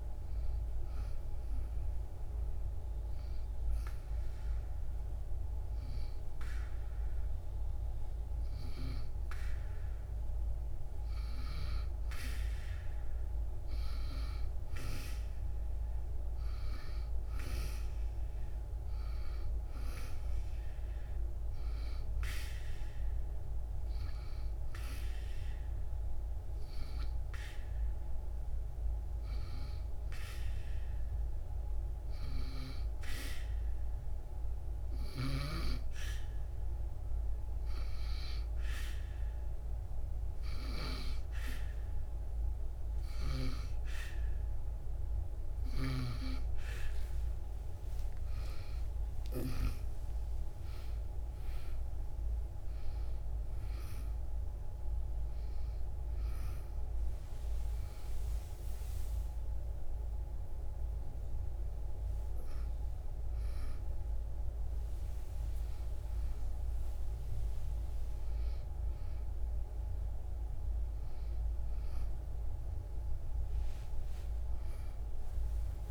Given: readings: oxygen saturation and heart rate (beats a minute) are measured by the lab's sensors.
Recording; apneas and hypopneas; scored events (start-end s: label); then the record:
breathing in sleep by a room microphone; 2
1.50-11.50 s: obstructive apnea (oxygen 96% before, 94% lowest, heart rate 73 before, 66 extreme, up 4 after)
13.50-17.00 s: arousal
27.00-47.00 s: hypopnea (oxygen 97% before, 94% lowest, heart rate 69 before, 67 extreme, up 19 after)
48.00-53.00 s: arousal
74.50-75.91 s: new sleep stage, N2 (light sleep)
From the record:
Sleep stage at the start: N1 (lightest sleep); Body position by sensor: on the back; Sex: female